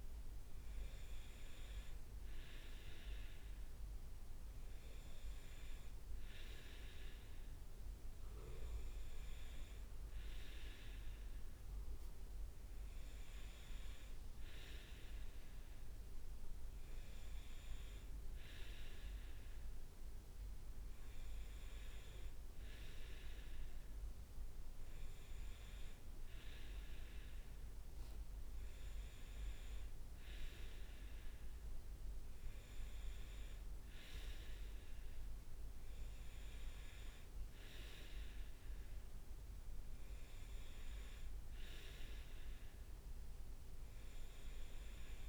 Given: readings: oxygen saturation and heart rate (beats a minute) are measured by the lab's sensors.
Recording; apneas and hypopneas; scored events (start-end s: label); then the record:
breathing in sleep, hard to hear, by a room microphone; none
none scored
From the record:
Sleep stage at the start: N2 (light sleep); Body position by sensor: on the right side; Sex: male